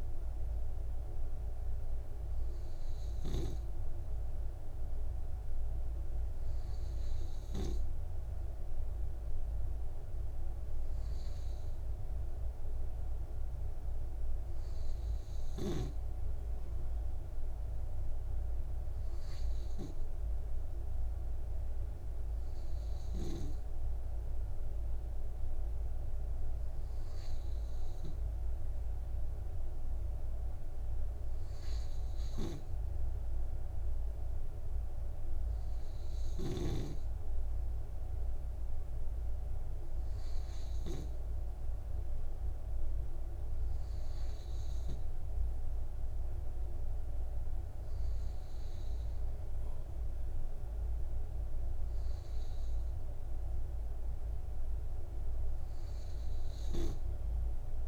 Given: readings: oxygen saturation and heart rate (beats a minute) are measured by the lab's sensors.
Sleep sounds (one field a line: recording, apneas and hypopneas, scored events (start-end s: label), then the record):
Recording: breathing in sleep by a room microphone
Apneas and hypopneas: none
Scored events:
none scored
From the record:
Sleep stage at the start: N2 (light sleep)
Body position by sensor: on the right side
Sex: male